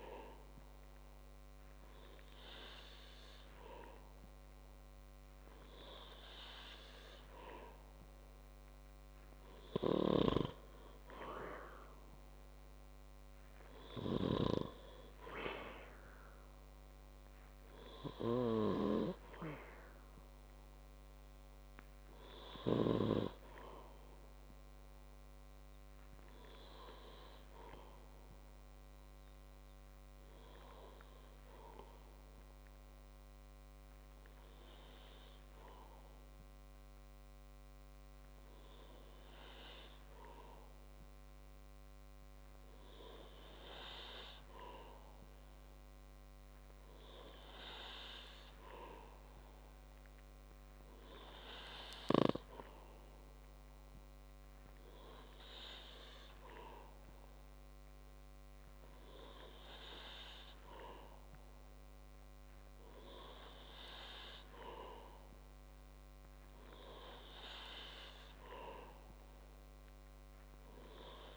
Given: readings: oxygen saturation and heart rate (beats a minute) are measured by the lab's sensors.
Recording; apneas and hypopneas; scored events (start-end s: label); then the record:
breathing in sleep by a microphone on the trachea; none
none scored
From the record:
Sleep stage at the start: N2 (light sleep); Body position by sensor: on the back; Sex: male